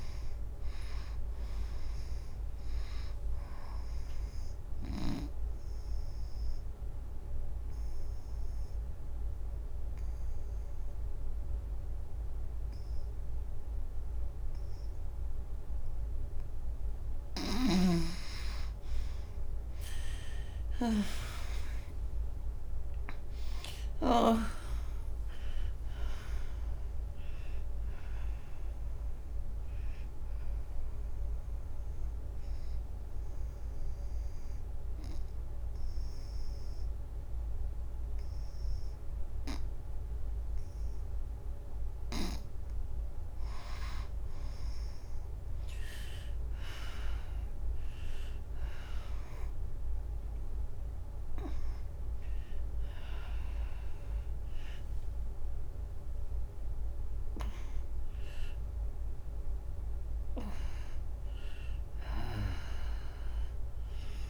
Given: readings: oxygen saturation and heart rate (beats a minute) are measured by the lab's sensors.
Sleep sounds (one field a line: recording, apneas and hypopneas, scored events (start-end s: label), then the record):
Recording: breathing in sleep by a room microphone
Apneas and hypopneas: 2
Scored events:
4.00-10.00 s: oxygen desaturation (device-marked, oxygen 98% before, 88% lowest, heart rate 85 before, 77 extreme)
4.50-17.50 s: obstructive apnea (oxygen 98% before, 85% lowest, heart rate 85 before, 77 extreme, up 14 after)
19.00-23.50 s: arousal
21.00-43.00 s: oxygen desaturation (device-marked, oxygen 96% before, 85% lowest, heart rate 87 before, 73 extreme)
29.50-43.00 s: obstructive apnea (oxygen 98% before, 84% lowest, heart rate 86 before, 73 extreme, up 5 after)
50.50-55.50 s: arousal
51.00-62.00 s: oxygen desaturation (device-marked, oxygen 98% before, 87% lowest, heart rate 83 before, 72 extreme)
From the record:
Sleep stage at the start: N2 (light sleep)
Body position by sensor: on the right side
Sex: female